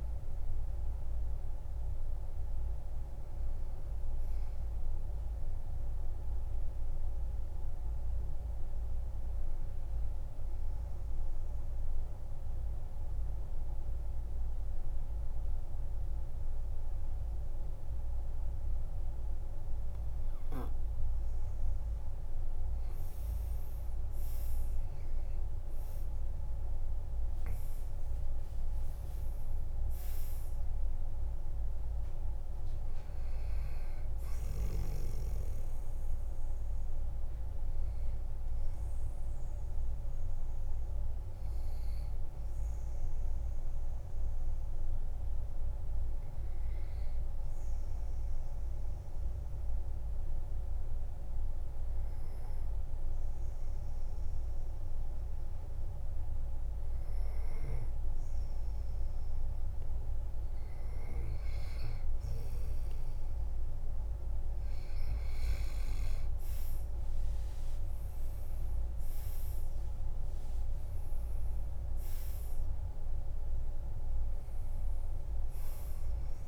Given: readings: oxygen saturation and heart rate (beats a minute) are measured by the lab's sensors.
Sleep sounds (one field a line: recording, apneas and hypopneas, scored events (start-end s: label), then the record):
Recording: breathing in sleep, hard to hear, by a room microphone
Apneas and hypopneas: 2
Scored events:
5.00-21.00 s: obstructive apnea (oxygen 97% before, 93% lowest, heart rate 63 before, 48 extreme, up 16 after)
23.00-27.50 s: arousal
29.50-48.50 s: oxygen desaturation (device-marked, oxygen 98% before, 93% lowest, heart rate 54 before, 48 extreme)
42.00-60.00 s: obstructive apnea (oxygen 98% before, 93% lowest, heart rate 59 before, 48 extreme, up 12 after)
63.50-76.48 s: oxygen desaturation (device-marked, oxygen 98% before, 93% lowest, heart rate 50 before, 47 extreme)
68.00-72.50 s: arousal
From the record:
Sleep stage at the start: N2 (light sleep)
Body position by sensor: on the back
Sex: male